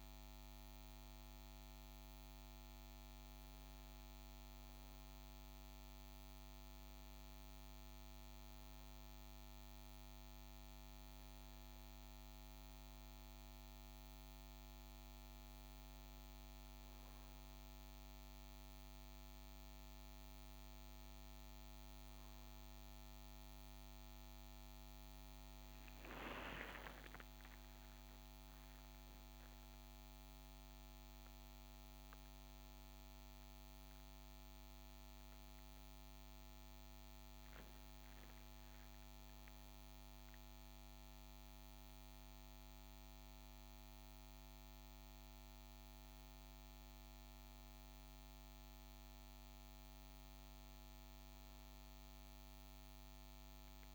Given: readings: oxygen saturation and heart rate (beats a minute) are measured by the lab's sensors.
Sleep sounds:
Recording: breathing in sleep, hard to hear, by a microphone on the trachea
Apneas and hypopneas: none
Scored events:
13.00-53.95 s: new sleep stage, N1 (lightest sleep)
From the record:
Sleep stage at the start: N2 (light sleep)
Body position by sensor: on the right side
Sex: male

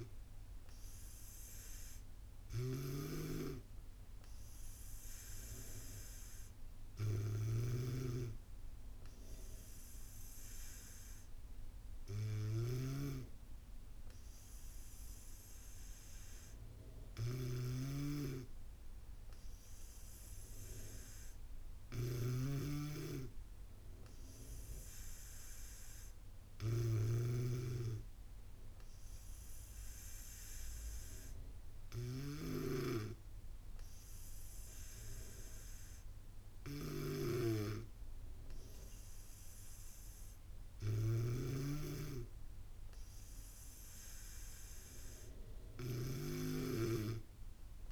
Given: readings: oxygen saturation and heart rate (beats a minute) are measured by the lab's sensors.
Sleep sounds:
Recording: breathing in sleep by a room microphone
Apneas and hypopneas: none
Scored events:
2.50-27.50 s: snoring (device-marked)
From the record:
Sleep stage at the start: N2 (light sleep)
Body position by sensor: on the back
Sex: female

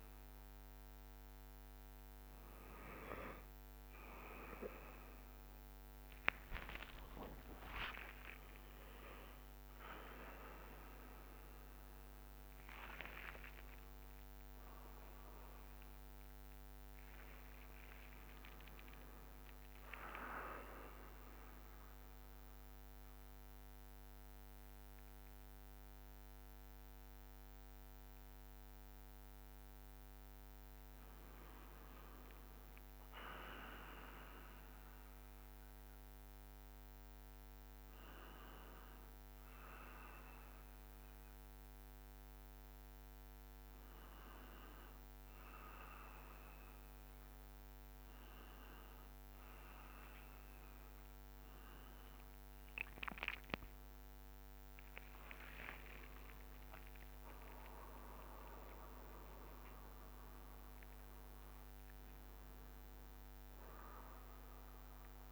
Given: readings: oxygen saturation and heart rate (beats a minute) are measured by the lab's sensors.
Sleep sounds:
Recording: a person partly awake in a sleep study, by a microphone on the trachea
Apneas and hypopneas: none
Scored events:
7.50-9.50 s: long interval between heartbeats (device-marked, heart rate 74 before, 88 extreme)
8.00-11.00 s: tachycardia (device-marked, heart rate 67 before, 98 extreme)
11.00-13.00 s: long interval between heartbeats (device-marked, heart rate 79 before, 106 extreme)
12.50-17.50 s: arousal
13.50-15.50 s: long interval between heartbeats (device-marked, heart rate 82 before, 90 extreme)
16.00-46.00 s: new sleep stage, N1 (lightest sleep)
46.00-65.32 s: new sleep stage, awake
57.00-59.00 s: long interval between heartbeats (device-marked, heart rate 73 before, 96 extreme)
From the record:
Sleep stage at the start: N2 (light sleep)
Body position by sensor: on the back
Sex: male

